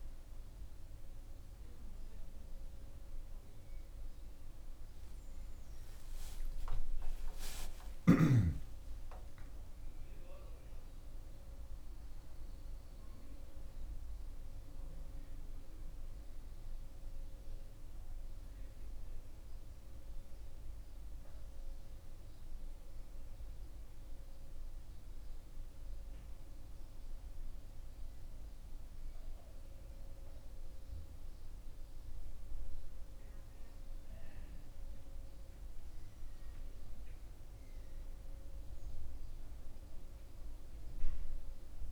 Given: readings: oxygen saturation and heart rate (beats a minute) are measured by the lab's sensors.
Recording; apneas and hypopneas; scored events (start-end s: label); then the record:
a person awake in a sleep study, hard to hear, by a room microphone; none
none scored
From the record:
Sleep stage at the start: awake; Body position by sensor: on the back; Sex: male